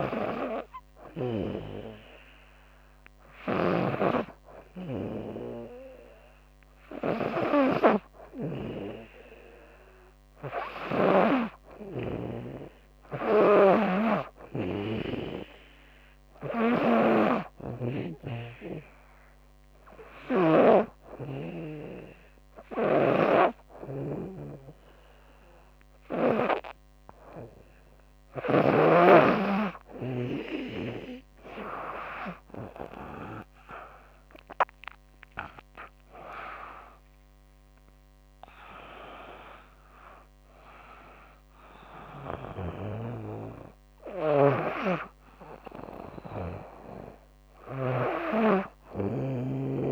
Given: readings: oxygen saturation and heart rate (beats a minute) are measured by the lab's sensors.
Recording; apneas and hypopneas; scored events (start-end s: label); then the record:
breathing in sleep by a microphone on the trachea; 1
0.00-10.50 s: snoring (device-marked)
10.50-14.00 s: arousal
12.50-20.00 s: snoring (device-marked)
16.50-28.50 s: obstructive apnea (oxygen 98% before, 95% lowest, heart rate 81 before, 78 extreme, up 11 after)
22.00-26.00 s: snoring (device-marked)
33.50-37.50 s: arousal
42.00-49.91 s: snoring (device-marked)
From the record:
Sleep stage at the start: N2 (light sleep); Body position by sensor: on the back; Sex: female